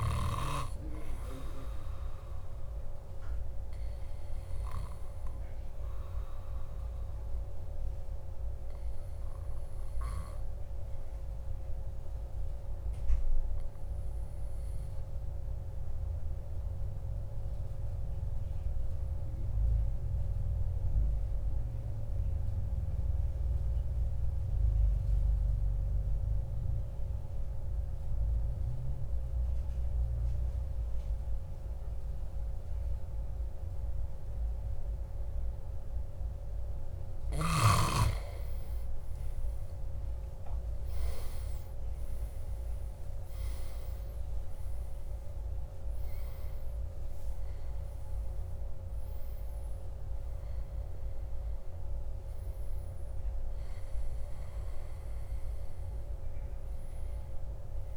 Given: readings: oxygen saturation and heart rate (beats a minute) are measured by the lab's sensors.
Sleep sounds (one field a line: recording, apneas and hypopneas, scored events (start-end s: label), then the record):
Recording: breathing in sleep, hard to hear, by a room microphone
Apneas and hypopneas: 1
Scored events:
7.00-36.00 s: obstructive apnea (oxygen 99% before, 93% lowest, heart rate 55 before, 53 extreme, up 14 after)
32.50-51.50 s: oxygen desaturation (device-marked, oxygen 98% before, 94% lowest, heart rate 55 before, 54 extreme)
42.00-46.00 s: arousal
From the record:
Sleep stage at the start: N2 (light sleep)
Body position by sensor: on the back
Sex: male